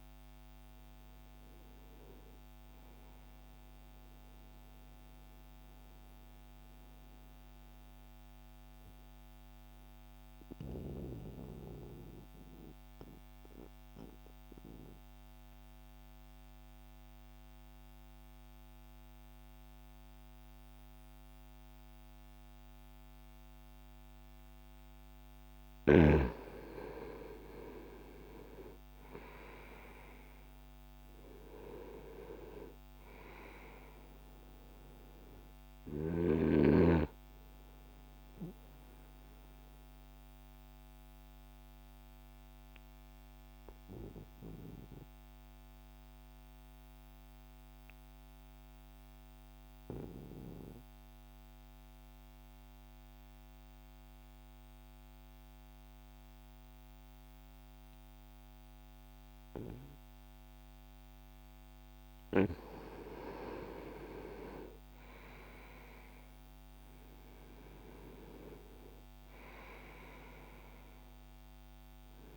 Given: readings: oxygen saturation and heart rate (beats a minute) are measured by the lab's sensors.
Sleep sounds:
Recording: breathing in sleep by a microphone on the trachea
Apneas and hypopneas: 2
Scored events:
0.00-15.50 s: oxygen desaturation (device-marked, oxygen 86% lowest, heart rate 59 extreme)
4.00-24.50 s: obstructive apnea (oxygen 97% before, 84% lowest, heart rate 70 before, 59 extreme)
27.00-32.50 s: arousal
27.50-51.50 s: oxygen desaturation (device-marked, oxygen 99% before, 84% lowest, heart rate 64 before, 59 extreme)
38.50-61.50 s: obstructive apnea (oxygen 99% before, 83% lowest, heart rate 63 before, 60 extreme, up 0 after)
62.50-72.37 s: oxygen desaturation (device-marked, oxygen 98% before, 83% lowest, heart rate 62 before, 60 extreme)
63.50-69.00 s: arousal
From the record:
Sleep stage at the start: N2 (light sleep)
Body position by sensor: on the right side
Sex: male

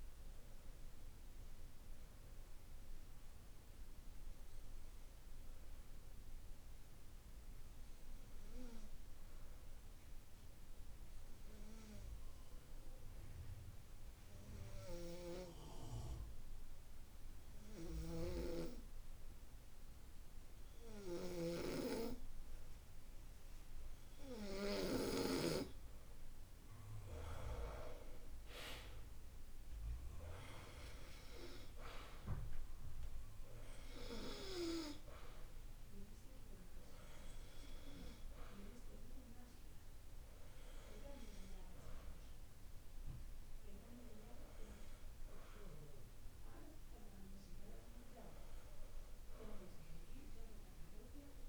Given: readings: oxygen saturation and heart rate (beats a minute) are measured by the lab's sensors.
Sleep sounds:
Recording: breathing in sleep by a room microphone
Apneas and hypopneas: 1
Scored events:
0.50-22.00 s: obstructive apnea (oxygen 95% before, 92% lowest, heart rate 50 before, 49 extreme, up 7 after)
18.50-51.49 s: oxygen desaturation (device-marked, oxygen 95% before, 92% lowest, heart rate 50 before, 48 extreme)
26.00-30.00 s: arousal
From the record:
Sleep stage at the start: N2 (light sleep)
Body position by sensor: on the back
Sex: male

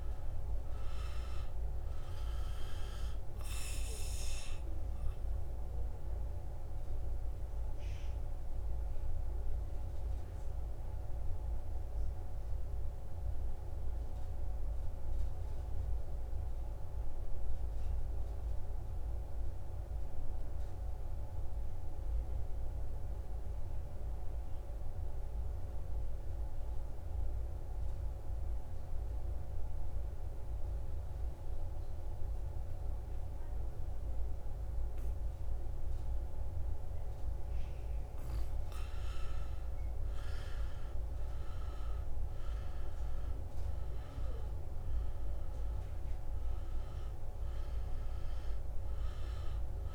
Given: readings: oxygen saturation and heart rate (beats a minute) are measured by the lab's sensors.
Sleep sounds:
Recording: breathing in sleep, hard to hear, by a room microphone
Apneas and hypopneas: 1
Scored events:
0.00-12.50 s: oxygen desaturation (device-marked, oxygen 83% lowest, heart rate 62 extreme)
3.00-38.00 s: obstructive apnea (oxygen 96% before, 83% lowest, heart rate 68 before, 62 extreme, up 9 after)
28.50-49.95 s: oxygen desaturation (device-marked, oxygen 98% before, 83% lowest, heart rate 65 before, 63 extreme)
40.50-44.50 s: arousal
From the record:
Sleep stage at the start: N2 (light sleep)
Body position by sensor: on the back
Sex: male

